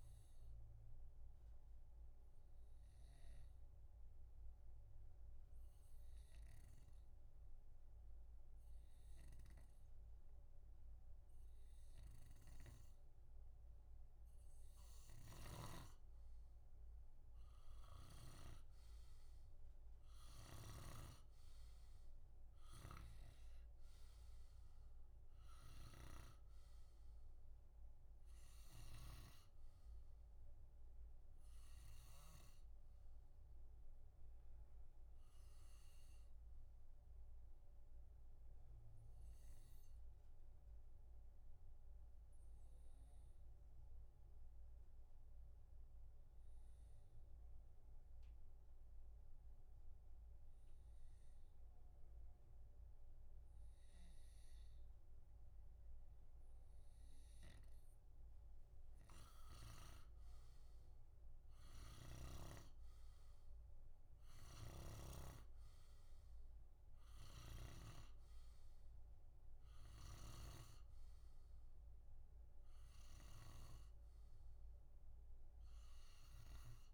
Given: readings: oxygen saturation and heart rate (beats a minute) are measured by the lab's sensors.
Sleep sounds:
breathing in sleep by a room microphone; 1
0.00-10.00 s: oxygen desaturation (device-marked, oxygen 90% lowest, heart rate 60 extreme)
12.00-18.50 s: snoring (device-marked)
18.00-23.00 s: arousal
22.00-50.00 s: oxygen desaturation (device-marked, oxygen 94% before, 89% lowest, heart rate 62 before, 59 extreme)
23.00-29.50 s: snoring (device-marked)
37.00-56.50 s: obstructive apnea (oxygen 94% before, 89% lowest, heart rate 64 before, 59 extreme, up 3 after)
60.00-65.00 s: arousal
64.00-76.94 s: oxygen desaturation (device-marked, oxygen 96% before, 89% lowest, heart rate 61 before, 61 extreme)
64.50-68.00 s: snoring (device-marked)
70.00-74.00 s: snoring (device-marked)
From the record:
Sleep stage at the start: N2 (light sleep); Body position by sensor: on the back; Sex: male

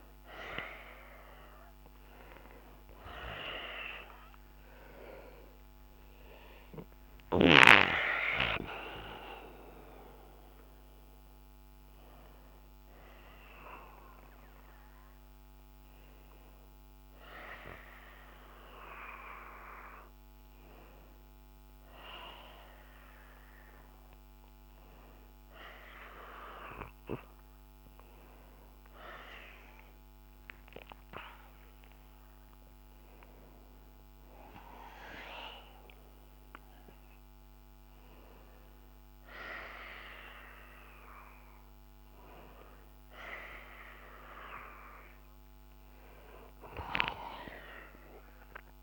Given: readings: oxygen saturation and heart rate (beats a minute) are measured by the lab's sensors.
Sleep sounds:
a person awake in a sleep study, by a microphone on the trachea; none
none scored
From the record:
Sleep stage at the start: awake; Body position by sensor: on the back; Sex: male

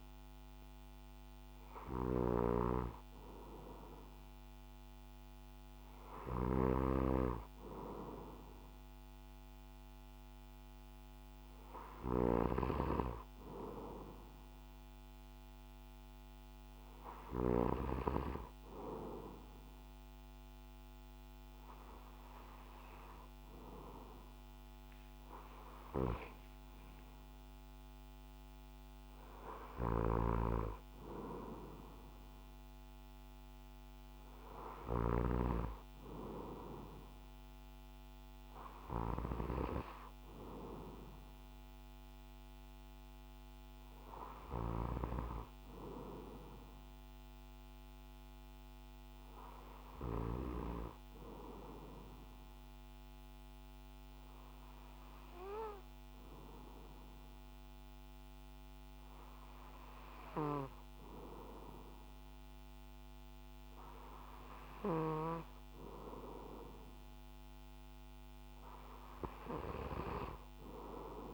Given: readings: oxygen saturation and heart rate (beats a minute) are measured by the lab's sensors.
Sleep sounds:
breathing in sleep by a microphone on the trachea; none
0.00-12.00 s: snoring (device-marked)
29.50-35.00 s: snoring (device-marked)
From the record:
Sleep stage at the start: N2 (light sleep); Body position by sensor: on the back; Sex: male

